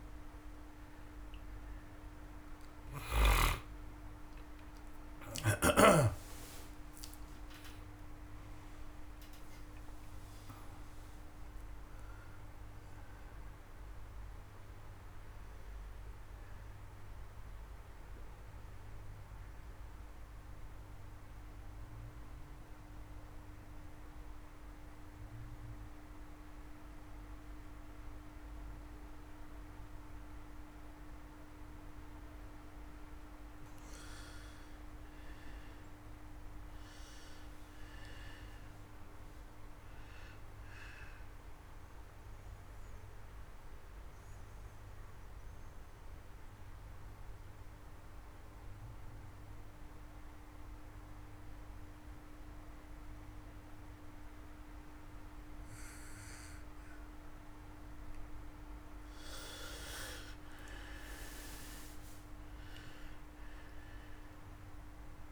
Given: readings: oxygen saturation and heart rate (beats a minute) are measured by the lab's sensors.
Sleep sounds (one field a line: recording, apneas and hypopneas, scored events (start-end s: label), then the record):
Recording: breathing in sleep by a room microphone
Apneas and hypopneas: 2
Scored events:
0.00-17.00 s: oxygen desaturation (device-marked, oxygen 91% lowest)
1.50-6.50 s: arousal
20.00-32.50 s: central apnea (oxygen 100% before, 90% lowest)
32.00-51.00 s: oxygen desaturation (device-marked, oxygen 100% before, 90% lowest)
34.50-38.50 s: arousal
42.00-57.00 s: obstructive apnea (oxygen 100% before, 88% lowest)
59.50-64.50 s: arousal
62.00-65.31 s: oxygen desaturation (device-marked, oxygen 98% before, 91% lowest)
From the record:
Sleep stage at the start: N2 (light sleep)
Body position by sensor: on the back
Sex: male